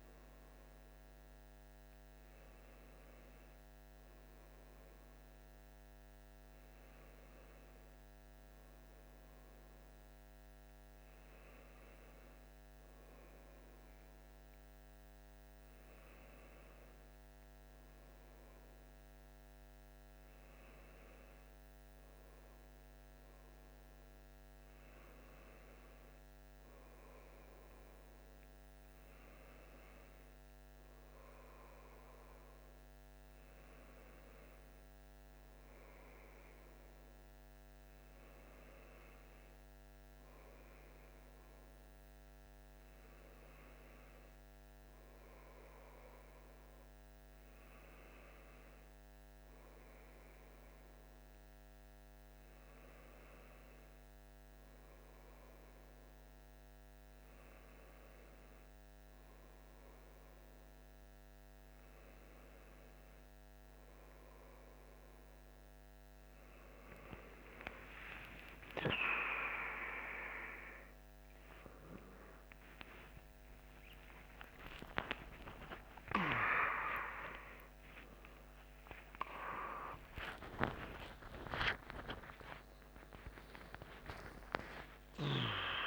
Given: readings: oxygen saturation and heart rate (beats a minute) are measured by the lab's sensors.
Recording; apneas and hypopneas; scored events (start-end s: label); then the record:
a person partly awake in a sleep study, by a microphone on the trachea; none
57.00-85.87 s: new sleep stage, awake
From the record:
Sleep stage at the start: N1 (lightest sleep); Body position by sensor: on the left side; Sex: male